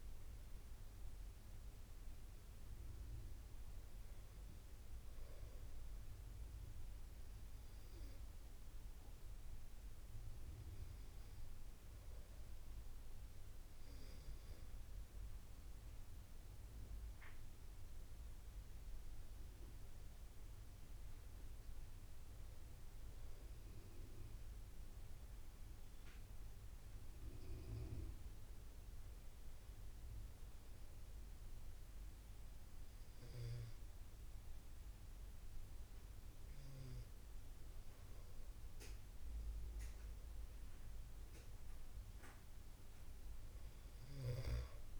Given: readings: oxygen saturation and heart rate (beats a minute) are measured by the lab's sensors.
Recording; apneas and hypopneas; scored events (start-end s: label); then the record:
breathing in sleep, hard to hear, by a room microphone; 1
15.50-19.50 s: arousal
27.00-39.50 s: obstructive apnea (oxygen 91% before, 88% lowest, heart rate 83 before, 76 extreme, up 4 after)
41.00-43.50 s: arousal
From the record:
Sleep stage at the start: N2 (light sleep); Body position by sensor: on the back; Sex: male